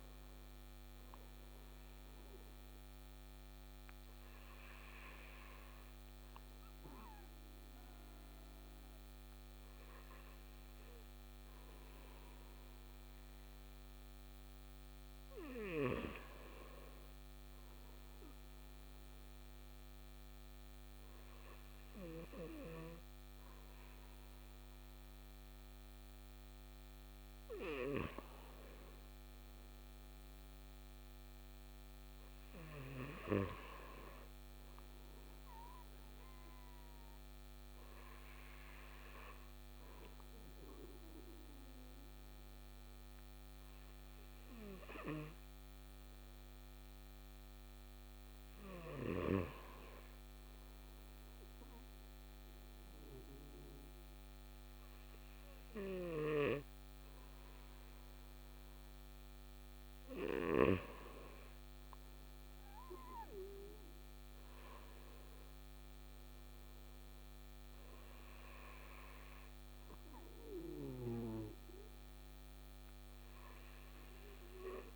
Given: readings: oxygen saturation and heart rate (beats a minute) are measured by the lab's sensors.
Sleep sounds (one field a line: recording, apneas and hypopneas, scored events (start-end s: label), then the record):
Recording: breathing in sleep by a microphone on the trachea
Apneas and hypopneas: none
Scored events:
none scored
From the record:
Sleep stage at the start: N2 (light sleep)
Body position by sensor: on the right side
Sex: male